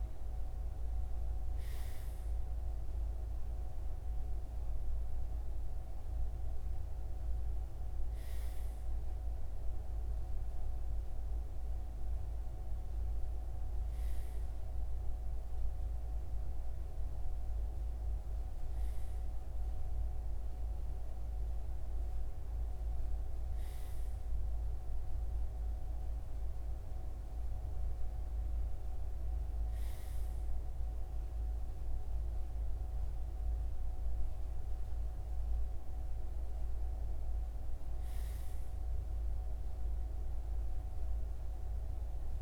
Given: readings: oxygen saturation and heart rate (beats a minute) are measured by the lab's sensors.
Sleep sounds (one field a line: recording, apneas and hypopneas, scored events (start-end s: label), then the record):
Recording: breathing in sleep, hard to hear, by a room microphone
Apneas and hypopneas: none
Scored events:
none scored
From the record:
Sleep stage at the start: REM sleep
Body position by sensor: on the front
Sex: male